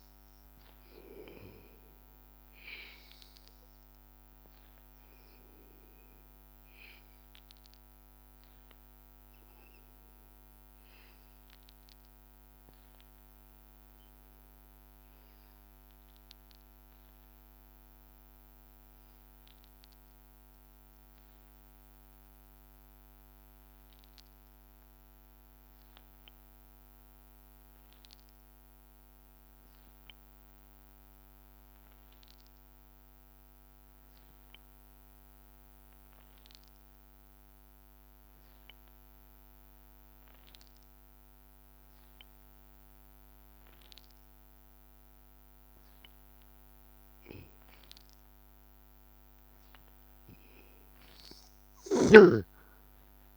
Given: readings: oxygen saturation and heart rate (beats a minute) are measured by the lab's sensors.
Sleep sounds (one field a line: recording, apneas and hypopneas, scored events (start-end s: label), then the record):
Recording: breathing in sleep by a microphone on the trachea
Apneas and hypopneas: 1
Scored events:
0.00-11.50 s: oxygen desaturation (device-marked, oxygen 92% lowest, heart rate 81 extreme)
3.50-47.50 s: obstructive apnea (oxygen 96% before, 89% lowest, heart rate 83 before, 81 extreme, up 1 after)
31.50-53.37 s: oxygen desaturation (device-marked, oxygen 98% before, 89% lowest, heart rate 81 before, 81 extreme)
51.00-53.37 s: arousal
From the record:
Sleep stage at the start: N2 (light sleep)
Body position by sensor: on the back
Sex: male